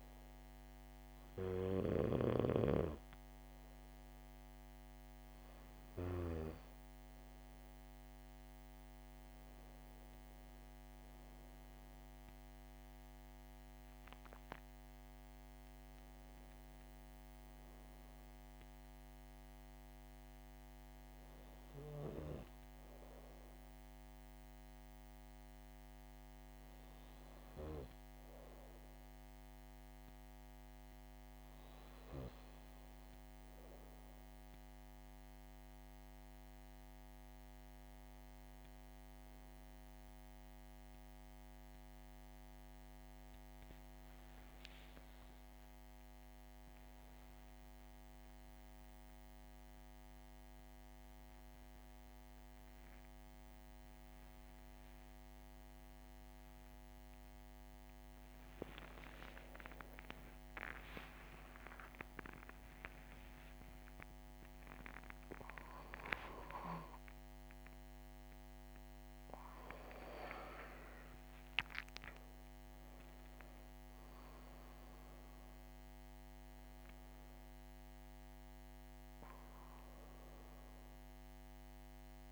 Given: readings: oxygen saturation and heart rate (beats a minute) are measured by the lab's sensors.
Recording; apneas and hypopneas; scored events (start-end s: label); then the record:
a person partly awake in a sleep study, by a microphone on the trachea; none
0.00-2.00 s: snoring (device-marked)
12.00-15.50 s: arousal
41.50-71.50 s: new sleep stage, awake
71.50-82.31 s: new sleep stage, N1 (lightest sleep)
From the record:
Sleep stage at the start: N2 (light sleep); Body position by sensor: on the back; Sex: female